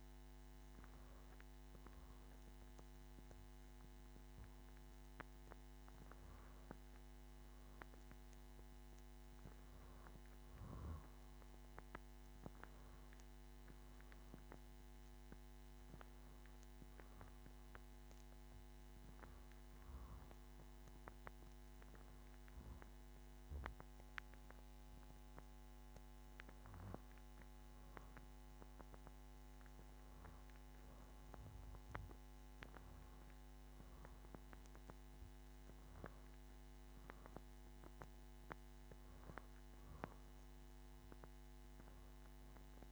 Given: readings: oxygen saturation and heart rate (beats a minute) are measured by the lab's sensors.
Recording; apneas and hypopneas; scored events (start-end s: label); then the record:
breathing in sleep by a microphone on the trachea; none
none scored
From the record:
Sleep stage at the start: N2 (light sleep); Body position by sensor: on the back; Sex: female